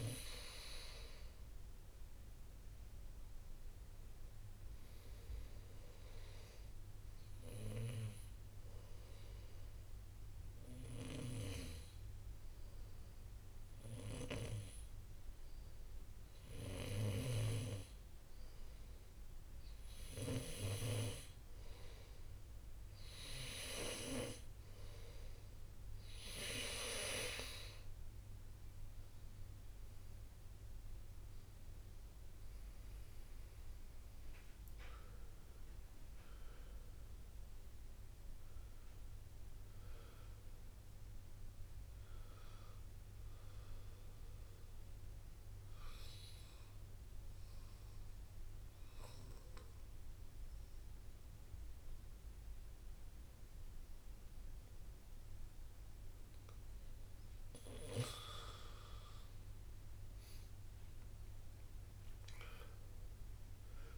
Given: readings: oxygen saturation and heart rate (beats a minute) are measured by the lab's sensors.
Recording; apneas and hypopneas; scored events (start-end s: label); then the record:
breathing in sleep by a room microphone; 2
4.50-20.50 s: oxygen desaturation (device-marked, oxygen 99% before, 96% lowest, heart rate 60 before, 39 extreme)
7.50-19.00 s: hypopnea (oxygen 99% before, 94% lowest, heart rate 60 before, 39 extreme, up 7 after)
15.00-17.00 s: long interval between heartbeats (device-marked, heart rate 58 before, 57 extreme)
18.00-20.00 s: long interval between heartbeats (device-marked, heart rate 57 before, 50 extreme)
22.50-27.00 s: arousal
29.50-37.50 s: oxygen desaturation (device-marked, oxygen 98% before, 94% lowest, heart rate 51 before, 52 extreme)
44.00-46.00 s: long interval between heartbeats (device-marked, heart rate 58 before, 61 extreme)
45.50-58.00 s: obstructive apnea (oxygen 98% before, 95% lowest, heart rate 60 before, 52 extreme, up 13 after)
59.50-63.98 s: arousal
From the record:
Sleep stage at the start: N2 (light sleep); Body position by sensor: on the back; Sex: male